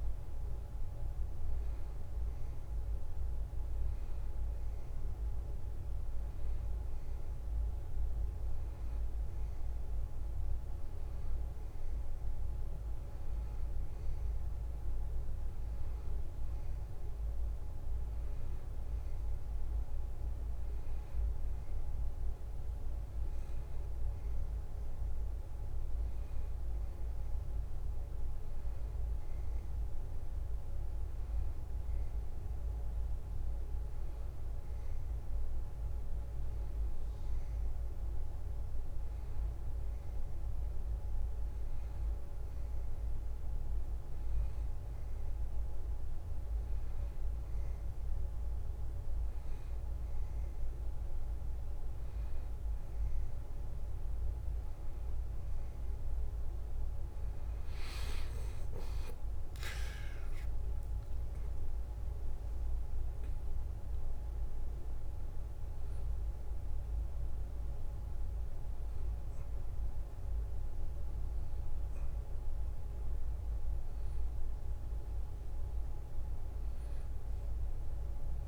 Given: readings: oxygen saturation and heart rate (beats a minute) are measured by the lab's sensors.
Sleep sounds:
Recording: breathing in sleep, hard to hear, by a room microphone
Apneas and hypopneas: none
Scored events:
59.50-64.00 s: arousal
From the record:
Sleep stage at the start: N2 (light sleep)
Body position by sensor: on the back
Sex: male

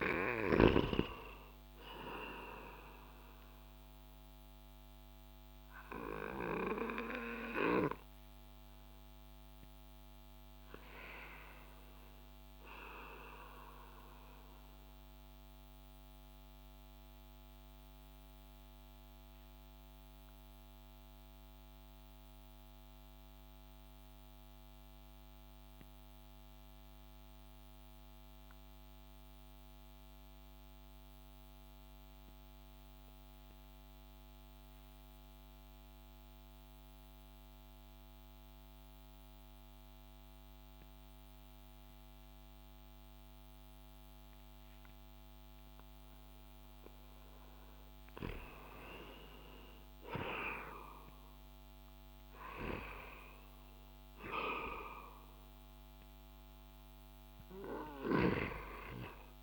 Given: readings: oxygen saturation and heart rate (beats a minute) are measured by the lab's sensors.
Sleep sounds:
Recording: breathing in sleep by a microphone on the trachea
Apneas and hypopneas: 1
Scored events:
0.00-26.50 s: oxygen desaturation (device-marked, oxygen 91% lowest)
14.00-47.50 s: obstructive apnea (oxygen 97% before, 88% lowest)
42.50-59.43 s: oxygen desaturation (device-marked, oxygen 97% before, 88% lowest)
48.50-53.00 s: arousal
From the record:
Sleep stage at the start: N2 (light sleep)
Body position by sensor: on the back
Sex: male

